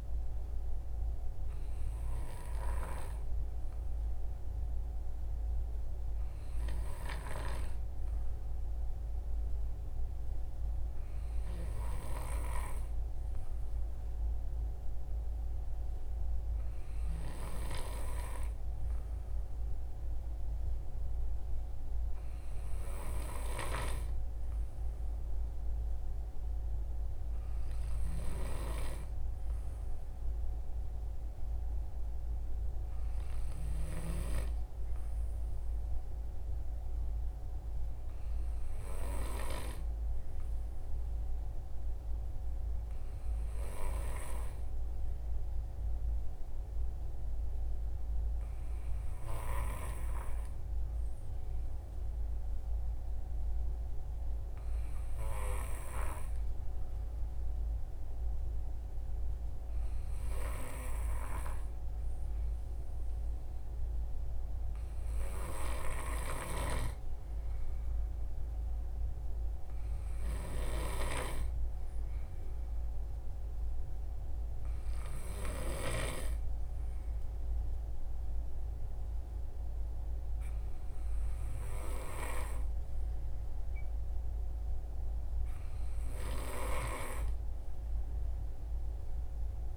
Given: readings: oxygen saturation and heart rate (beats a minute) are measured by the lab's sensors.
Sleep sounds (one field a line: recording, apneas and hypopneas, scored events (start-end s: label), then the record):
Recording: breathing in sleep by a room microphone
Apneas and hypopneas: 2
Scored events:
14.00-26.50 s: hypopnea (oxygen 95% before, 92% lowest, heart rate 64 before, 63 extreme, up 2 after)
27.00-30.50 s: arousal
50.50-62.50 s: obstructive apnea (oxygen 94% before, 92% lowest, heart rate 65 before, 62 extreme)
65.50-69.50 s: arousal
From the record:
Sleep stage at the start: N2 (light sleep)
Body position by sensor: on the right side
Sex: male